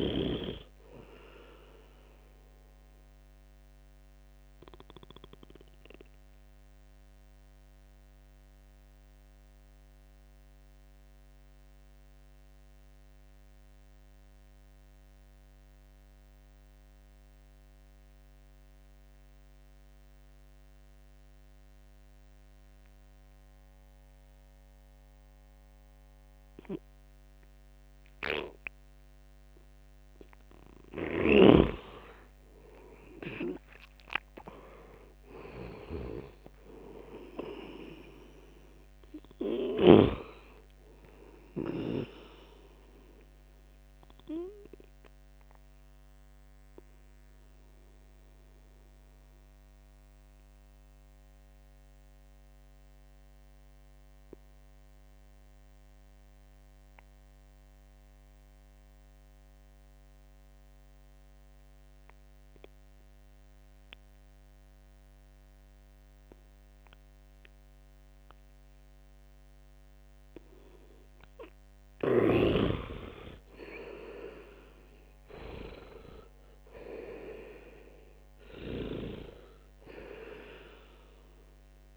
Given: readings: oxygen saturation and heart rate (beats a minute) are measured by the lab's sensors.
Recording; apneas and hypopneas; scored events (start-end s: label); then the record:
breathing in sleep by a microphone on the trachea; 2
0.00-2.50 s: oxygen desaturation (device-marked, oxygen 93% lowest, heart rate 73 extreme)
5.00-30.50 s: obstructive apnea (oxygen 99% before, 86% lowest, heart rate 81 before, 72 extreme, up 13 after)
28.50-60.50 s: oxygen desaturation (device-marked, oxygen 99% before, 89% lowest, heart rate 74 before, 69 extreme)
33.50-37.00 s: arousal
46.00-70.00 s: obstructive apnea (oxygen 99% before, 85% lowest, heart rate 81 before, 69 extreme, up 13 after)
71.50-81.97 s: oxygen desaturation (device-marked, oxygen 98% before, 85% lowest, heart rate 72 before, 69 extreme)
73.50-78.00 s: arousal
From the record:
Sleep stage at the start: N2 (light sleep); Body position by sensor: on the right side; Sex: male